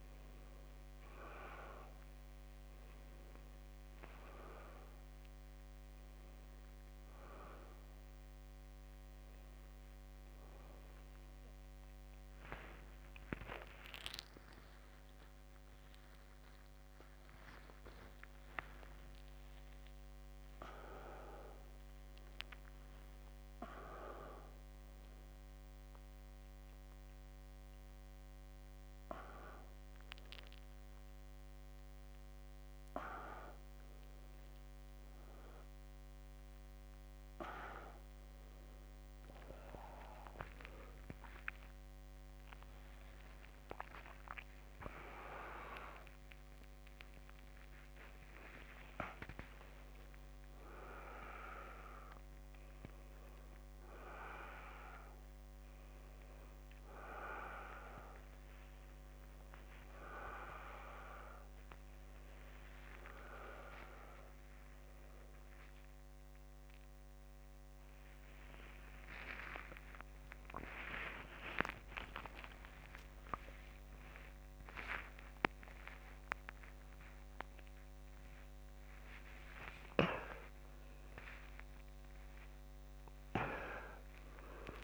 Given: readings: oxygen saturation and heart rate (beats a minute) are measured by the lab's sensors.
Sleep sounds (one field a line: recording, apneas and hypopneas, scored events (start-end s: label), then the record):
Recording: a person awake in a sleep study, by a microphone on the trachea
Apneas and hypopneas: none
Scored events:
10.00-12.00 s: long interval between heartbeats (device-marked, heart rate 99 before, 88 extreme)
49.50-51.50 s: long interval between heartbeats (device-marked, heart rate 88 before, 114 extreme)
51.50-53.50 s: long interval between heartbeats (device-marked, heart rate 91 before, 121 extreme)
69.00-71.00 s: long interval between heartbeats (device-marked, heart rate 94 before, 85 extreme)
72.00-74.00 s: long interval between heartbeats (device-marked, heart rate 90 before, 93 extreme)
76.00-78.00 s: long interval between heartbeats (device-marked, heart rate 85 before, 102 extreme)
78.00-80.00 s: long interval between heartbeats (device-marked, heart rate 86 before, 88 extreme)
80.00-82.00 s: long interval between heartbeats (device-marked, heart rate 87 before, 83 extreme)
82.00-84.00 s: long interval between heartbeats (device-marked, heart rate 87 before, 89 extreme)
From the record:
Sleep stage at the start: awake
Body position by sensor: on the front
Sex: male